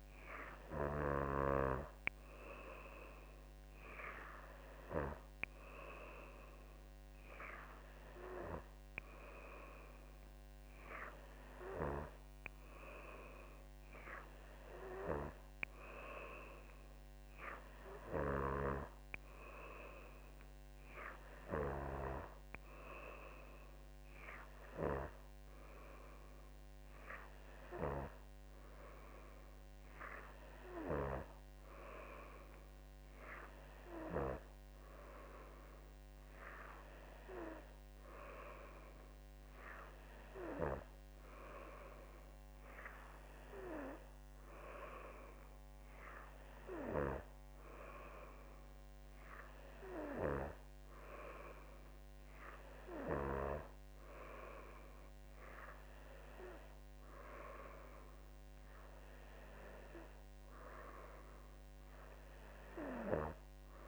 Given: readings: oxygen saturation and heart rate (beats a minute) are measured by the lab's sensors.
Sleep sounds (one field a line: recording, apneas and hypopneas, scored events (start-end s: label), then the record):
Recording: breathing in sleep by a microphone on the trachea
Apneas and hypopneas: none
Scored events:
none scored
From the record:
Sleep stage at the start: N2 (light sleep)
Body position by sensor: on the back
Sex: female